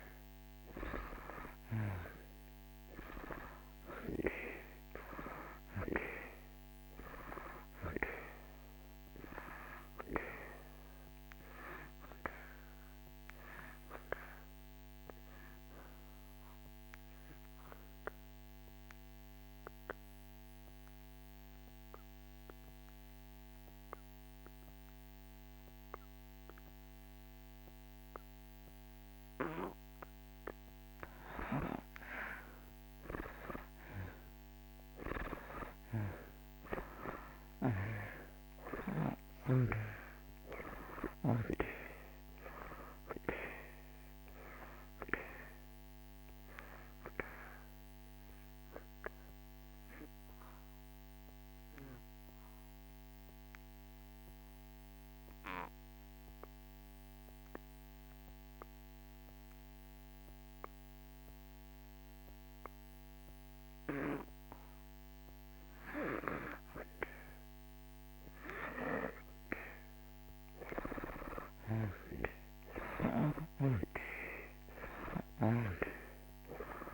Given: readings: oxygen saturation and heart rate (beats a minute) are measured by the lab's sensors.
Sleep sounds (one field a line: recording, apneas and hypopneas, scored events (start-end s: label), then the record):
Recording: breathing in sleep by a microphone on the trachea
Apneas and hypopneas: 2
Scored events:
0.00-1.50 s: arousal
4.50-31.50 s: oxygen desaturation (device-marked, oxygen 97% before, 78% lowest)
15.50-30.00 s: obstructive apnea (oxygen 97% before, 77% lowest)
32.50-36.00 s: arousal
43.50-67.50 s: oxygen desaturation (device-marked, oxygen 93% before, 79% lowest)
48.50-64.50 s: obstructive apnea (oxygen 93% before, 77% lowest)
71.00-76.00 s: arousal
75.50-76.94 s: oxygen desaturation (device-marked, oxygen 95% before, 77% lowest)
From the record:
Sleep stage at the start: N2 (light sleep)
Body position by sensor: on the back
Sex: male